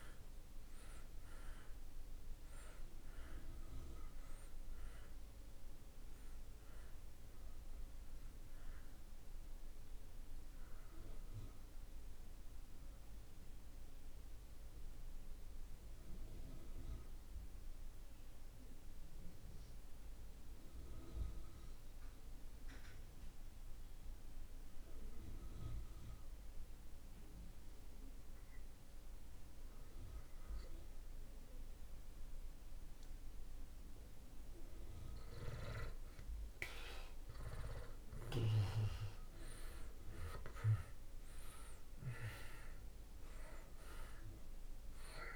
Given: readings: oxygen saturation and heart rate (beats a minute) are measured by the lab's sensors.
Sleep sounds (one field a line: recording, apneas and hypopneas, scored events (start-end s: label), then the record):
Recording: breathing in sleep by a room microphone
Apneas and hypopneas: 1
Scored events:
0.00-33.50 s: oxygen desaturation (device-marked, oxygen 77% lowest)
11.00-33.00 s: mixed apnea (oxygen 96% before, 77% lowest)
36.50-40.50 s: arousal
40.50-45.36 s: oxygen desaturation (device-marked, oxygen 98% before, 79% lowest)
From the record:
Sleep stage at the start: N2 (light sleep)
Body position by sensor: on the back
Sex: male